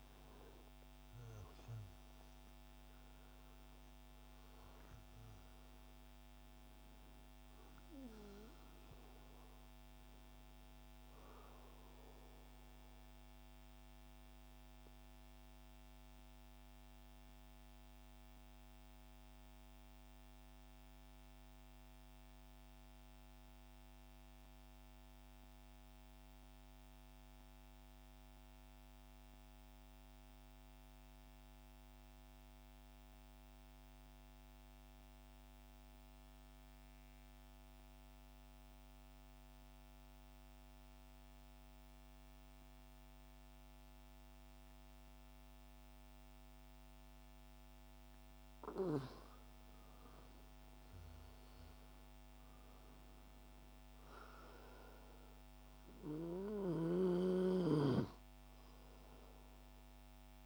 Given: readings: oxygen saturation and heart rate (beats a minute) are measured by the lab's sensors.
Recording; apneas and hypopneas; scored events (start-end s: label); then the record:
breathing in sleep by a microphone on the trachea; 1
0.00-1.00 s: arousal
0.00-25.00 s: oxygen desaturation (device-marked, oxygen 88% lowest, heart rate 56 extreme)
13.00-48.50 s: mixed apnea (oxygen 97% before, 88% lowest, heart rate 74 before, 55 extreme, up 7 after)
45.00-60.46 s: oxygen desaturation (device-marked, oxygen 98% before, 90% lowest, heart rate 63 before, 55 extreme)
50.00-54.00 s: arousal
From the record:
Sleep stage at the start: N2 (light sleep); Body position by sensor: on the back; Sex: male